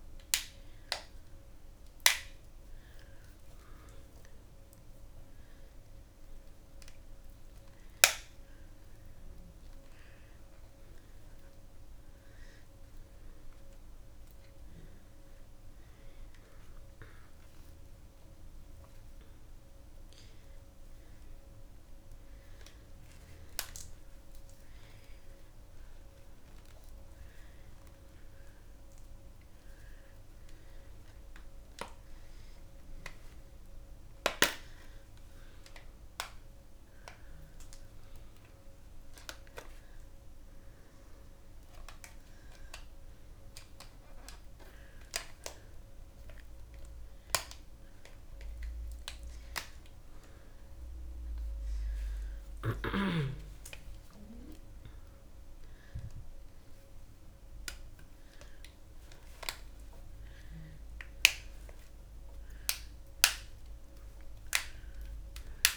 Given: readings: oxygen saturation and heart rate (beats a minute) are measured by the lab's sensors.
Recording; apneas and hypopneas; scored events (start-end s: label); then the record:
a person awake in a sleep study, by a room microphone; none
none scored
From the record:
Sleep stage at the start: awake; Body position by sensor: on the back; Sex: female